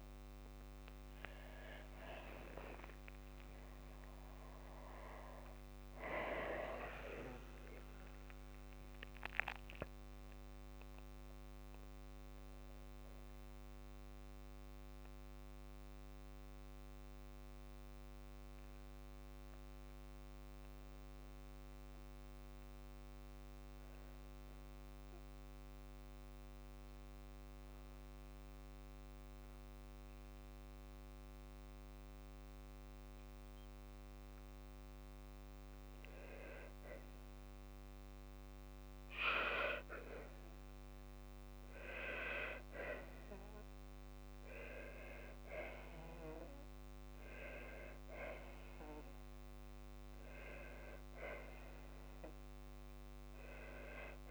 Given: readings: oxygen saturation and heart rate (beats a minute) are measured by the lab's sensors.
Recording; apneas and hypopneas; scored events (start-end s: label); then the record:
breathing in sleep by a microphone on the trachea; 1
1.50-6.00 s: arousal
3.50-5.50 s: long interval between heartbeats (device-marked, heart rate 61 before, 70 extreme)
23.00-44.50 s: obstructive apnea (oxygen 97% before, 96% lowest, heart rate 66 before, 55 extreme, up 4 after)
46.00-49.00 s: arousal
From the record:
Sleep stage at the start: N2 (light sleep); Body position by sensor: on the back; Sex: female